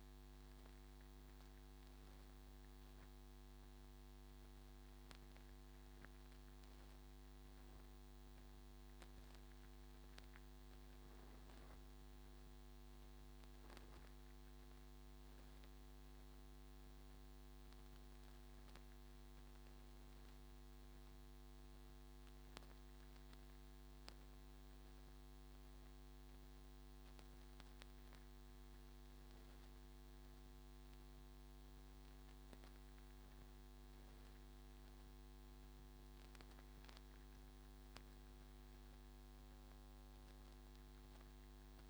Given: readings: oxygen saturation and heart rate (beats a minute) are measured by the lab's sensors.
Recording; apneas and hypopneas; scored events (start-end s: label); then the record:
breathing in sleep, hard to hear, by a microphone on the trachea; none
none scored
From the record:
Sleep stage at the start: N2 (light sleep); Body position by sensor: on the front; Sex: male